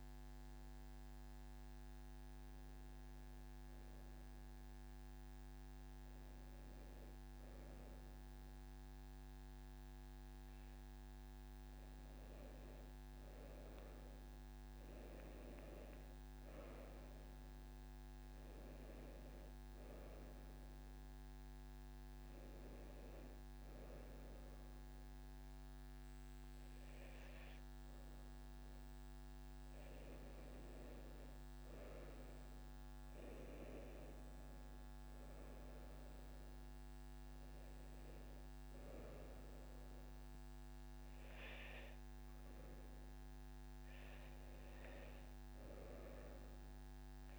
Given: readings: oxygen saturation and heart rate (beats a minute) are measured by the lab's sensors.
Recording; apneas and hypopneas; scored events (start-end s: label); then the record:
a person awake in a sleep study, hard to hear, by a microphone on the trachea; none
31.50-47.39 s: new sleep stage, N1 (lightest sleep)
From the record:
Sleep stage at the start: awake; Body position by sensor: on the right side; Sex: female